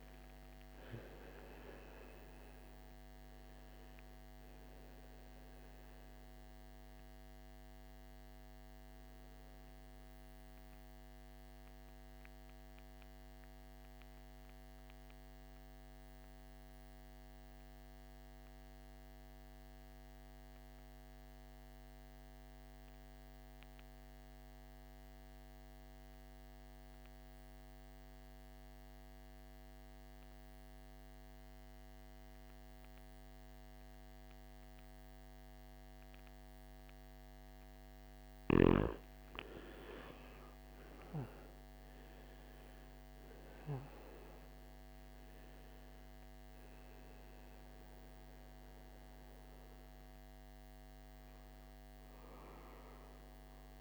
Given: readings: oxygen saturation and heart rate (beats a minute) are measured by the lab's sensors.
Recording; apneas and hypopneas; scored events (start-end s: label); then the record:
breathing in sleep, hard to hear, by a microphone on the trachea; 1
0.00-20.50 s: oxygen desaturation (device-marked, oxygen 83% lowest, heart rate 53 extreme)
9.50-39.50 s: mixed apnea (oxygen 98% before, 83% lowest, heart rate 71 before, 53 extreme, up 18 after)
37.50-53.81 s: oxygen desaturation (device-marked, oxygen 99% before, 85% lowest, heart rate 56 before, 53 extreme)
41.00-45.00 s: arousal
From the record:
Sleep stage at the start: N2 (light sleep); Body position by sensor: on the right side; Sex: male